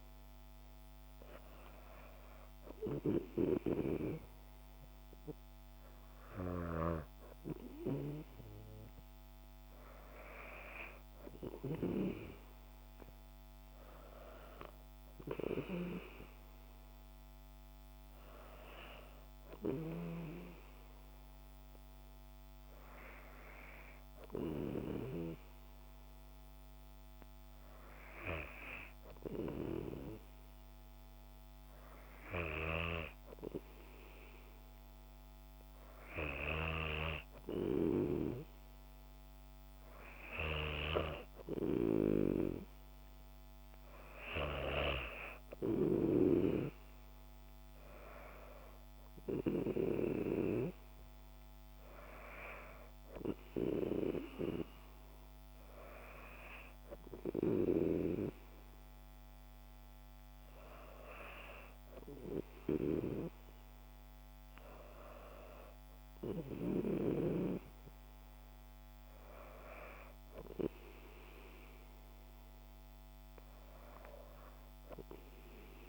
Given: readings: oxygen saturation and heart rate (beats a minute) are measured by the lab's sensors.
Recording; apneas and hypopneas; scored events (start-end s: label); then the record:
breathing in sleep by a microphone on the trachea; 1
18.50-22.00 s: arousal
25.50-38.00 s: hypopnea (oxygen 96% before, 93% lowest, heart rate 60 before, 57 extreme, up 4 after)
41.00-44.50 s: arousal
From the record:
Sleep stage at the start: N2 (light sleep); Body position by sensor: on the back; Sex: female